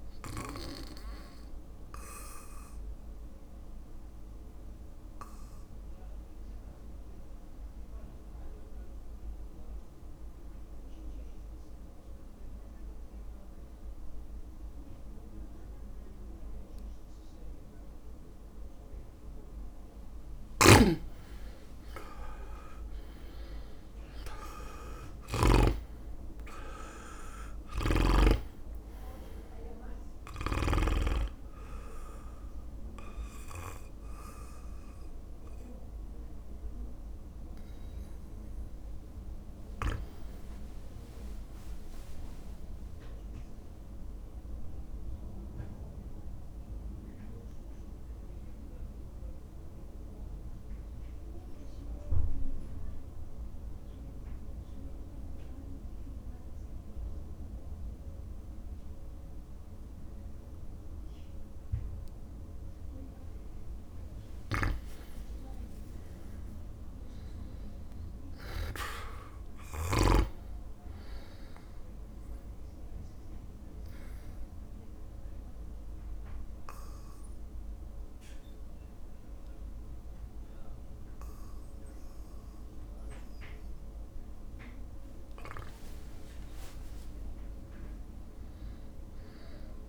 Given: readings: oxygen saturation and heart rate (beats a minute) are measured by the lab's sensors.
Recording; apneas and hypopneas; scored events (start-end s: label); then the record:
breathing in sleep by a room microphone; 4
0.00-3.50 s: oxygen desaturation (device-marked, oxygen 94% lowest, heart rate 55 extreme)
4.00-19.50 s: obstructive apnea (oxygen 99% before, 91% lowest, heart rate 57 before, 55 extreme, up 7 after)
20.50-25.50 s: snoring (device-marked)
22.00-26.00 s: arousal
22.50-24.50 s: long interval between heartbeats (device-marked, heart rate 57 before, 60 extreme)
22.50-30.50 s: drop in pulse transit time (device-marked, heart rate 57 before, 56 extreme)
27.50-31.00 s: snoring (device-marked)
27.50-51.50 s: oxygen desaturation (device-marked, oxygen 98% before, 91% lowest, heart rate 58 before, 55 extreme)
30.50-40.50 s: obstructive apnea (oxygen 99% before, 91% lowest, heart rate 58 before, 55 extreme, up 14 after)
41.50-43.50 s: arousal
41.50-43.50 s: long interval between heartbeats (device-marked, heart rate 58 before, 66 extreme)
43.50-56.50 s: drop in pulse transit time (device-marked, heart rate 59 before, 57 extreme)
45.50-63.00 s: mixed apnea (oxygen 98% before, 93% lowest, heart rate 60 before, 55 extreme, up 3 after)
64.50-70.50 s: snoring (device-marked)
66.00-70.00 s: arousal
71.50-89.89 s: oxygen desaturation (device-marked, oxygen 100% before, 94% lowest, heart rate 58 before, 53 extreme)
74.50-85.50 s: obstructive apnea (oxygen 100% before, 94% lowest, heart rate 58 before, 53 extreme, up 4 after)
87.00-89.89 s: arousal
87.50-89.89 s: drop in pulse transit time (device-marked, heart rate 57 before, 56 extreme)
From the record:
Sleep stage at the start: N2 (light sleep); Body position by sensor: on the back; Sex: male